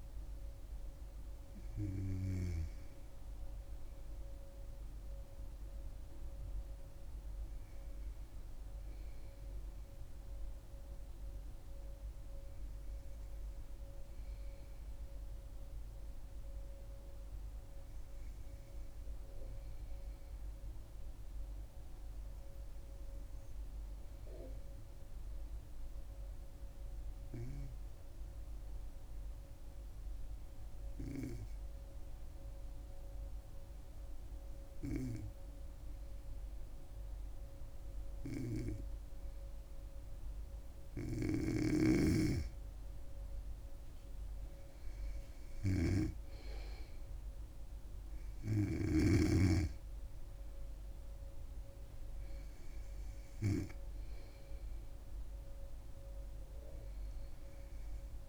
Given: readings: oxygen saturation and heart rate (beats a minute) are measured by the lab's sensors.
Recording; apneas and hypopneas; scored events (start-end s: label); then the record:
breathing in sleep by a room microphone; 1
16.00-41.00 s: hypopnea (oxygen 96% before, 95% lowest, heart rate 68 before, 63 extreme, up 5 after)
42.00-49.50 s: snoring (device-marked)
43.50-47.00 s: arousal
From the record:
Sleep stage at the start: N2 (light sleep); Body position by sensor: on the back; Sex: female